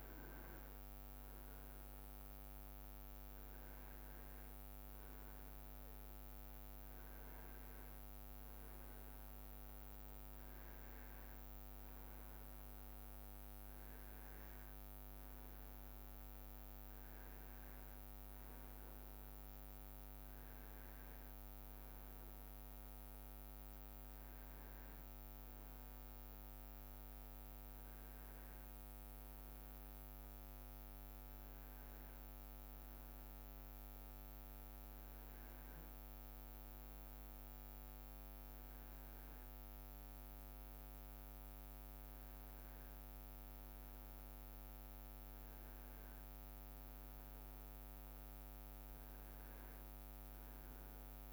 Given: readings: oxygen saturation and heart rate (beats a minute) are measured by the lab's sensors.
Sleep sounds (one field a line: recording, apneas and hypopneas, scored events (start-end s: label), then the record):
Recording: breathing in sleep, hard to hear, by a microphone on the trachea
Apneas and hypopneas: none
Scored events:
31.50-51.33 s: new sleep stage, N2 (light sleep)
From the record:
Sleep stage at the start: N1 (lightest sleep)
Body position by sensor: on the right side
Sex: male